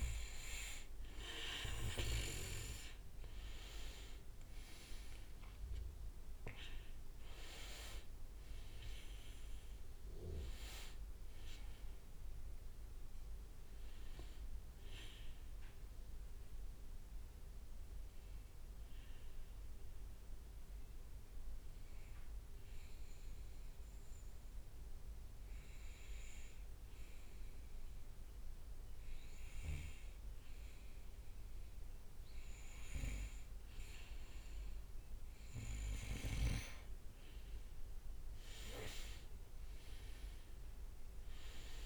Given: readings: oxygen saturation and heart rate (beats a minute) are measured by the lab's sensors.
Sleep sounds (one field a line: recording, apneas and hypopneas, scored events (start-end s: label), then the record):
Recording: breathing in sleep by a room microphone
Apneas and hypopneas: 1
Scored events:
0.00-18.50 s: oxygen desaturation (device-marked, oxygen 94% lowest, heart rate 58 extreme)
3.00-8.00 s: arousal
19.00-34.50 s: obstructive apnea (oxygen 98% before, 93% lowest, heart rate 67 before, 60 extreme, up 9 after)
33.50-41.86 s: oxygen desaturation (device-marked, oxygen 98% before, 93% lowest, heart rate 62 before, 60 extreme)
37.00-41.50 s: arousal
From the record:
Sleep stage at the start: N2 (light sleep)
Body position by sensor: on the back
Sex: male